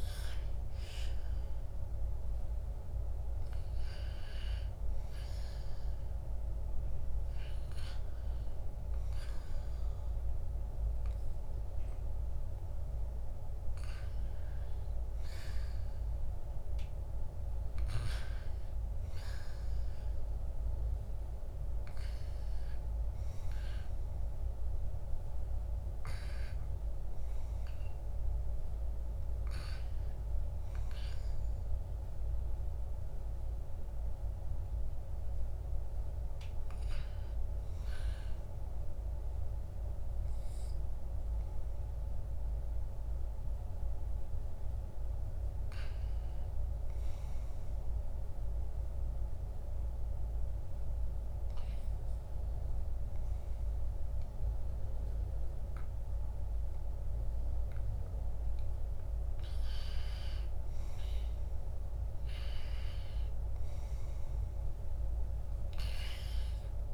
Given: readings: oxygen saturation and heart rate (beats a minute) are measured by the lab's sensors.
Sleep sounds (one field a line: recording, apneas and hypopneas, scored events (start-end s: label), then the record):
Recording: breathing in sleep, hard to hear, by a room microphone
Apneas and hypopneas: 1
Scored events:
0.00-1.00 s: oxygen desaturation (device-marked, oxygen 94% lowest, heart rate 70 extreme)
49.00-59.00 s: obstructive apnea (oxygen 97% before, 94% lowest, heart rate 70 before, 66 extreme, up 8 after)
62.00-66.00 s: arousal
From the record:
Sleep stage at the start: REM sleep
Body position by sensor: on the back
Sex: male